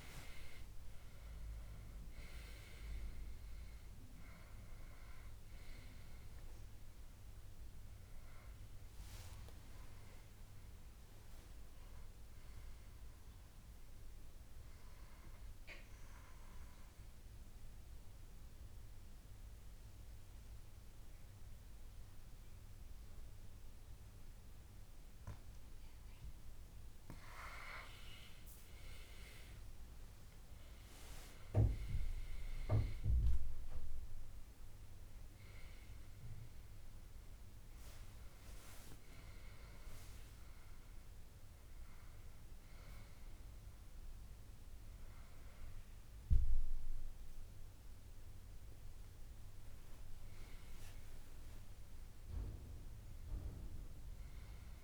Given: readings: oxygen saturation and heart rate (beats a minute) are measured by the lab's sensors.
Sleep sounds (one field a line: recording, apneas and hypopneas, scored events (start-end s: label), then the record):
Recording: breathing in sleep by a room microphone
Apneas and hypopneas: 1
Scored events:
0.00-18.00 s: oxygen desaturation (device-marked, oxygen 91% lowest, heart rate 64 extreme)
16.50-27.00 s: obstructive apnea (oxygen 98% before, 91% lowest, heart rate 77 before, 64 extreme, up 15 after)
28.00-32.00 s: arousal
29.50-31.50 s: long interval between heartbeats (device-marked, heart rate 70 before, 70 extreme)
39.00-53.00 s: oxygen desaturation (device-marked, oxygen 98% before, 94% lowest, heart rate 70 before, 65 extreme)
53.00-54.84 s: arousal
From the record:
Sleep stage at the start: N2 (light sleep)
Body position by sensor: on the back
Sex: male